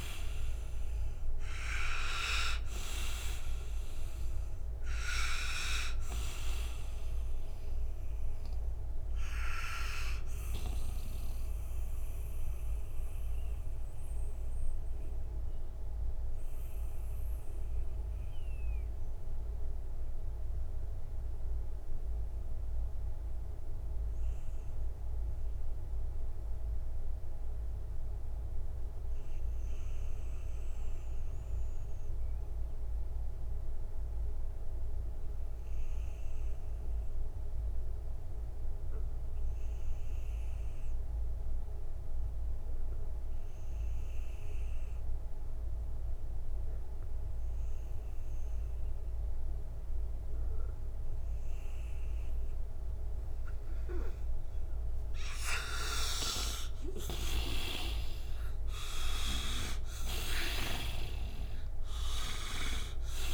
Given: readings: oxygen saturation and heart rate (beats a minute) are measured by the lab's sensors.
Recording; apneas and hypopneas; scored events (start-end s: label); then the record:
breathing in sleep by a room microphone; 1
0.00-1.00 s: arousal
0.00-27.00 s: oxygen desaturation (device-marked, oxygen 83% lowest, heart rate 57 extreme)
9.50-55.00 s: mixed apnea (oxygen 99% before, 77% lowest, heart rate 77 before, 57 extreme, up 41 after)
43.00-63.34 s: oxygen desaturation (device-marked, oxygen 98% before, 77% lowest, heart rate 61 before, 58 extreme)
55.50-61.00 s: arousal
56.50-60.00 s: snoring (device-marked)
From the record:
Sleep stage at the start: N2 (light sleep); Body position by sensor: on the right side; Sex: male